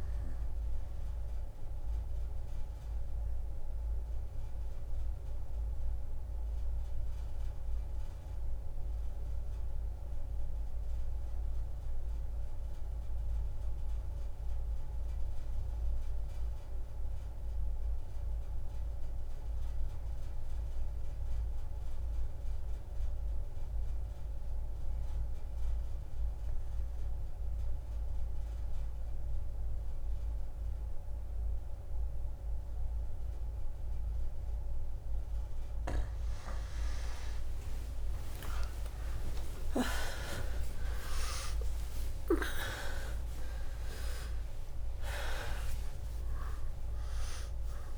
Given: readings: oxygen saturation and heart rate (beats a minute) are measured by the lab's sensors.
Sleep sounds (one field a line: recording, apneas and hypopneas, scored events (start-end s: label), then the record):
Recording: a person partly awake in a sleep study, by a room microphone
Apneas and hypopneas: 1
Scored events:
0.00-5.50 s: oxygen desaturation (device-marked, oxygen 84% lowest)
3.00-35.00 s: obstructive apnea (oxygen 93% before, 84% lowest)
24.50-47.98 s: oxygen desaturation (device-marked, oxygen 96% before, 84% lowest)
29.50-47.98 s: new sleep stage, awake
From the record:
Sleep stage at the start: N2 (light sleep)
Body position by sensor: on the right side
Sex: female